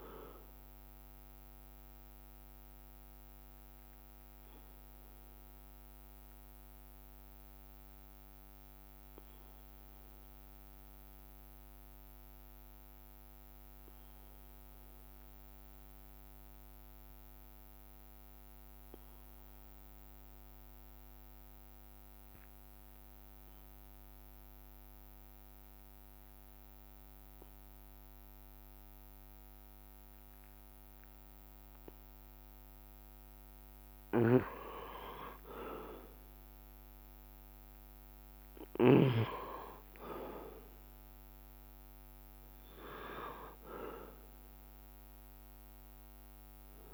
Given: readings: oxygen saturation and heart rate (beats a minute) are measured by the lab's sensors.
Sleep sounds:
breathing in sleep by a microphone on the trachea; 1
7.00-32.50 s: obstructive apnea (oxygen 98% before, 89% lowest)
14.50-16.50 s: long interval between heartbeats (device-marked)
22.00-29.50 s: leg movement (device-marked)
31.50-46.94 s: oxygen desaturation (device-marked, oxygen 97% before, 89% lowest)
32.50-46.94 s: bradycardia (device-marked)
34.00-39.50 s: snoring (device-marked)
34.50-38.00 s: leg movement (device-marked)
37.00-42.00 s: arousal
From the record:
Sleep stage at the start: N2 (light sleep); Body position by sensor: on the back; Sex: male

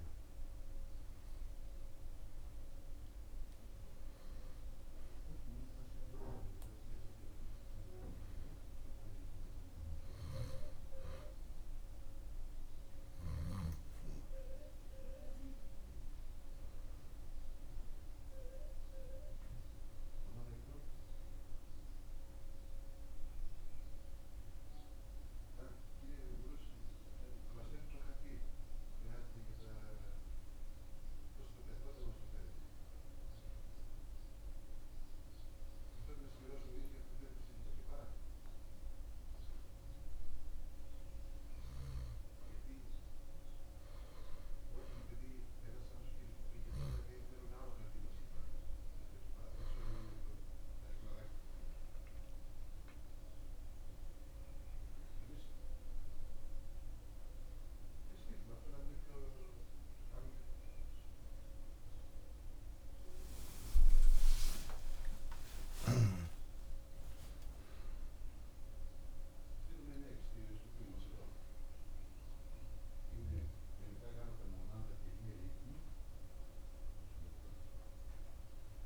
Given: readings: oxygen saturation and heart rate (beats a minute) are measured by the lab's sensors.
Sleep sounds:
breathing in sleep by a room microphone; 1
0.00-7.00 s: oxygen desaturation (device-marked, oxygen 92% lowest, heart rate 86 extreme)
22.00-26.50 s: arousal
31.50-43.00 s: hypopnea (oxygen 95% before, 92% lowest, heart rate 89 before, 66 extreme, up 20 after)
63.00-67.50 s: arousal
From the record:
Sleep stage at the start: N2 (light sleep); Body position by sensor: on the back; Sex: male

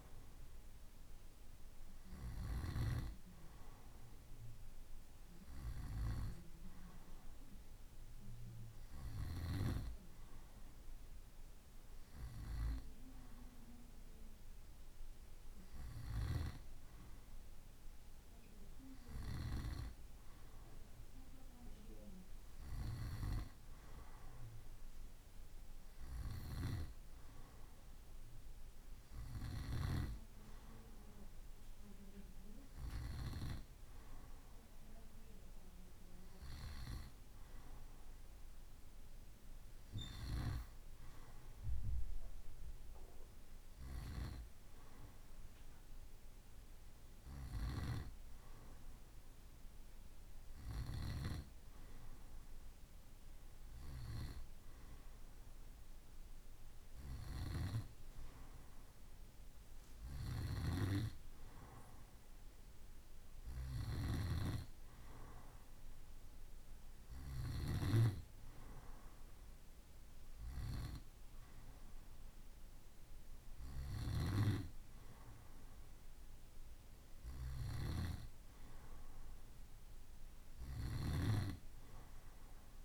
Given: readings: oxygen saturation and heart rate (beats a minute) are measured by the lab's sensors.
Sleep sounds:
breathing in sleep by a room microphone; none
59.50-67.00 s: snoring (device-marked)
80.00-82.85 s: snoring (device-marked)
From the record:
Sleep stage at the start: N2 (light sleep); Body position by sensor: on the right side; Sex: male

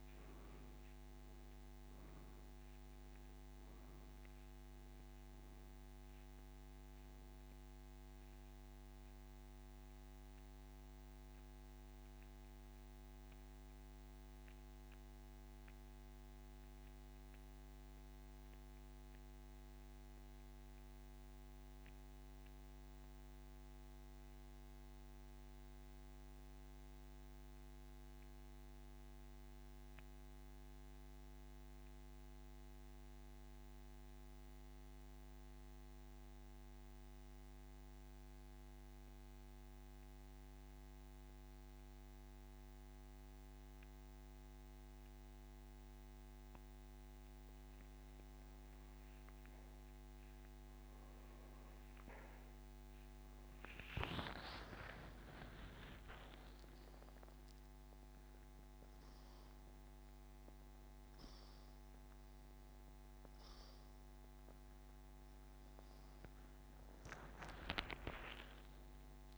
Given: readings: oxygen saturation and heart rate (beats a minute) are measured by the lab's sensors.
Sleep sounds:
breathing in sleep by a microphone on the trachea; 1
0.00-45.00 s: oxygen desaturation (device-marked, oxygen 95% before, 83% lowest, heart rate 35 before, 35 extreme)
11.50-47.00 s: central apnea (oxygen 96% before, 83% lowest, heart rate 50 before, 35 extreme, up 7 after)
53.50-58.00 s: arousal
From the record:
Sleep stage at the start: N2 (light sleep); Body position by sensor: on the back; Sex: male

